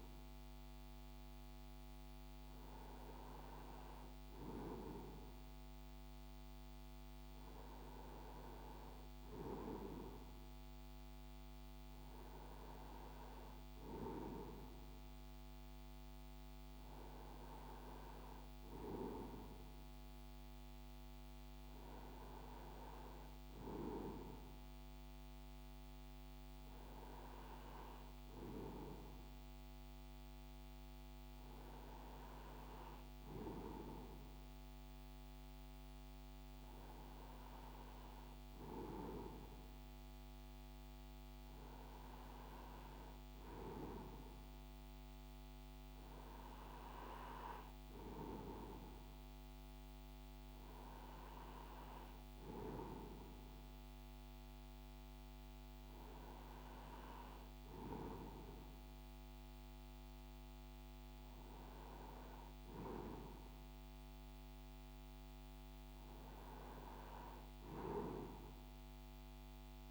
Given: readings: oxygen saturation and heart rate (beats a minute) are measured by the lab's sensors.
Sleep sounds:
breathing in sleep by a microphone on the trachea; none
none scored
From the record:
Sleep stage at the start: N2 (light sleep); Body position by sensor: on the right side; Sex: male

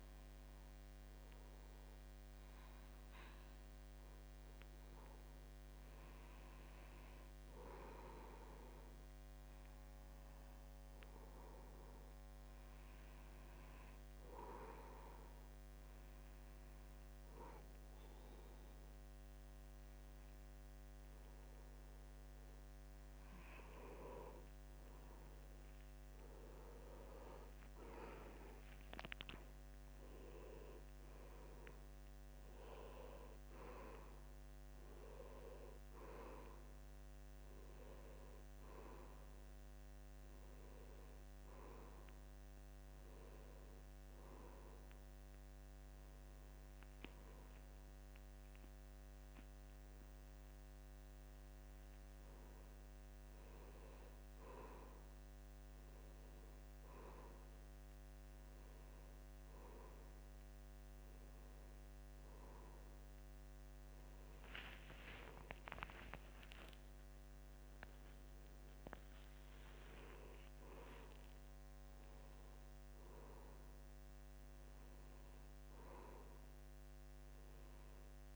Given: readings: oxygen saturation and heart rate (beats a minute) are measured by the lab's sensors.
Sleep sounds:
a person awake in a sleep study, by a microphone on the trachea; 1
15.00-25.00 s: obstructive apnea (oxygen 91% before, 88% lowest, heart rate 75 before, 73 extreme, up 6 after)
30.50-78.36 s: new sleep stage, awake
66.50-71.00 s: arousal
From the record:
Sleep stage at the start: N2 (light sleep); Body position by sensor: on the back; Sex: male

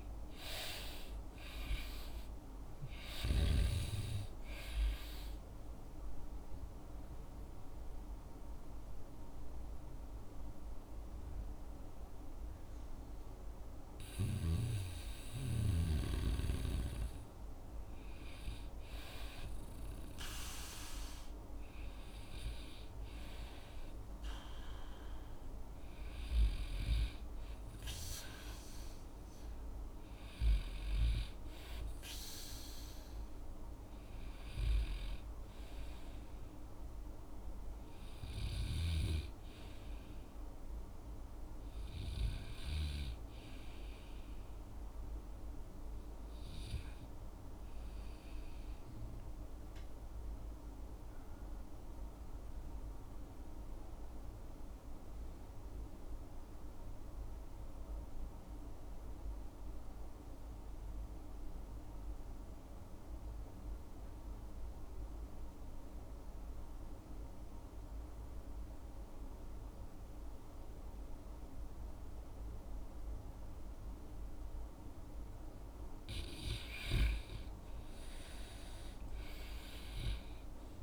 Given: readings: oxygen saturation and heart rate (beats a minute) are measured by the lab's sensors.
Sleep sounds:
breathing in sleep by a room microphone; 1
0.00-23.50 s: oxygen desaturation (device-marked, oxygen 65% lowest, heart rate 50 extreme)
48.00-75.00 s: obstructive apnea (oxygen 97% before, 84% lowest, heart rate 65 before, 56 extreme, up 13 after)
66.50-80.83 s: oxygen desaturation (device-marked, oxygen 96% before, 84% lowest, heart rate 57 before, 55 extreme)
78.00-80.83 s: arousal
From the record:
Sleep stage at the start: REM sleep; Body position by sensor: on the back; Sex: male

